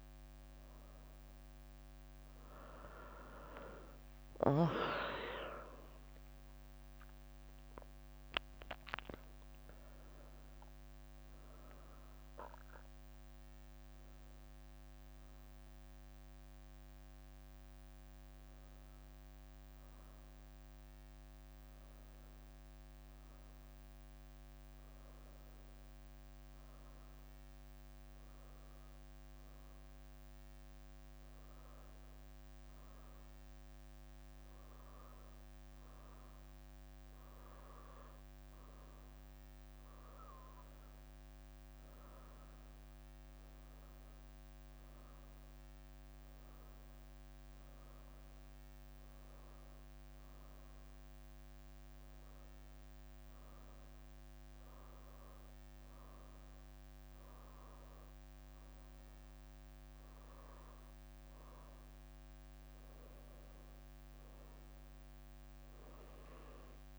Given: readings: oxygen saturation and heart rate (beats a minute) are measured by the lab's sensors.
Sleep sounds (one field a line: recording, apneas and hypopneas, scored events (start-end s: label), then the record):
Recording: breathing in sleep by a microphone on the trachea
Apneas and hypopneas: 1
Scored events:
2.50-12.50 s: leg movement (device-marked)
4.50-9.00 s: arousal
13.50-24.00 s: hypopnea (oxygen 97% before, 94% lowest, heart rate 74 before, 71 extreme, up 3 after)
18.50-21.50 s: leg movement (device-marked)
21.50-25.00 s: leg movement (device-marked)
25.50-29.00 s: arousal
27.50-28.50 s: leg movement (device-marked)
30.00-32.00 s: leg movement (device-marked)
33.50-36.50 s: leg movement (device-marked)
40.00-56.00 s: oxygen desaturation (device-marked, oxygen 99% before, 95% lowest, heart rate 73 before, 72 extreme)
40.50-43.00 s: leg movement (device-marked)
43.50-45.50 s: leg movement (device-marked)
46.00-48.00 s: leg movement (device-marked)
51.50-58.00 s: leg movement (device-marked)
56.00-66.99 s: new sleep stage, N2 (light sleep)
56.50-61.00 s: arousal
63.00-64.00 s: leg movement (device-marked)
From the record:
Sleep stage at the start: N1 (lightest sleep)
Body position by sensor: on the right side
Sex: female